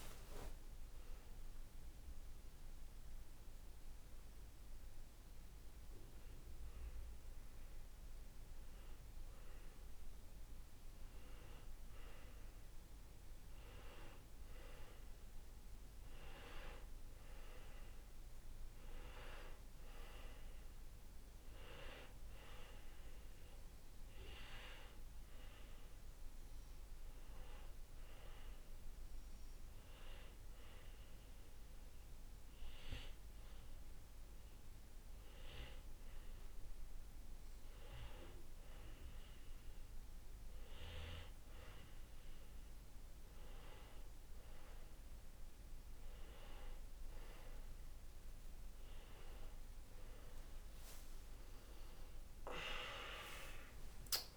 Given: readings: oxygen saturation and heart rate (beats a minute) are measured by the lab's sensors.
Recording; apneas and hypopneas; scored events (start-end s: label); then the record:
breathing in sleep by a room microphone; 2
0.50-11.50 s: hypopnea (oxygen 97% before, 92% lowest, heart rate 67 before, 53 extreme, up 7 after)
6.00-29.00 s: oxygen desaturation (device-marked, oxygen 97% before, 92% lowest, heart rate 60 before, 57 extreme)
14.50-18.00 s: arousal
28.50-41.00 s: hypopnea (oxygen 97% before, 92% lowest, heart rate 60 before, 58 extreme, up 6 after)
43.50-46.50 s: arousal
From the record:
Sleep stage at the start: N2 (light sleep); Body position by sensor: on the right side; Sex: male